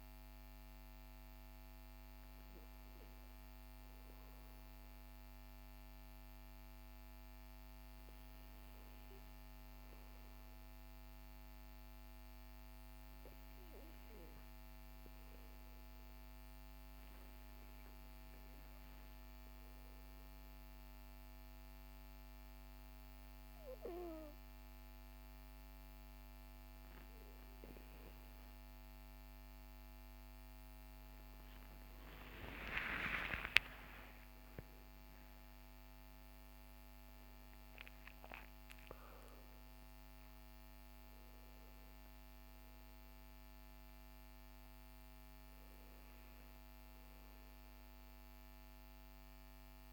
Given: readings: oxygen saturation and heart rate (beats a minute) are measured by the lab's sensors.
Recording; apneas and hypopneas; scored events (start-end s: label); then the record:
breathing in sleep by a microphone on the trachea; 1
12.00-27.00 s: obstructive apnea (oxygen 98% before, 95% lowest, heart rate 49 before, 46 extreme, up 15 after)
30.00-34.00 s: arousal
From the record:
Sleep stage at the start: N2 (light sleep); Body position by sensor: on the back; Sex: male